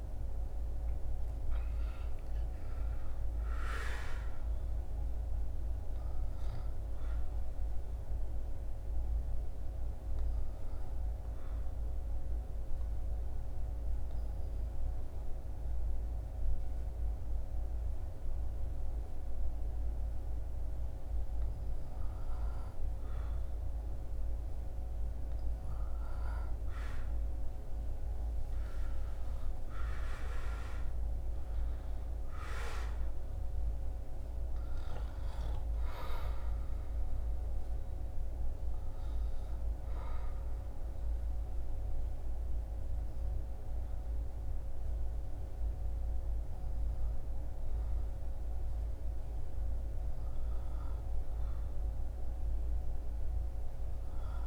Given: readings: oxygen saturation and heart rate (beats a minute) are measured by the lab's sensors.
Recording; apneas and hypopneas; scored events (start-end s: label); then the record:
breathing in sleep, hard to hear, by a room microphone; 2
0.00-2.00 s: arousal
10.50-22.00 s: obstructive apnea (oxygen 99% before, 97% lowest, heart rate 74 before, 63 extreme, up 7 after)
25.50-31.00 s: arousal
39.00-50.00 s: obstructive apnea (oxygen 99% before, 97% lowest, heart rate 73 before, 65 extreme, up 7 after)
51.50-54.47 s: arousal
From the record:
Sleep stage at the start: N2 (light sleep); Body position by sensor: on the back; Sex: male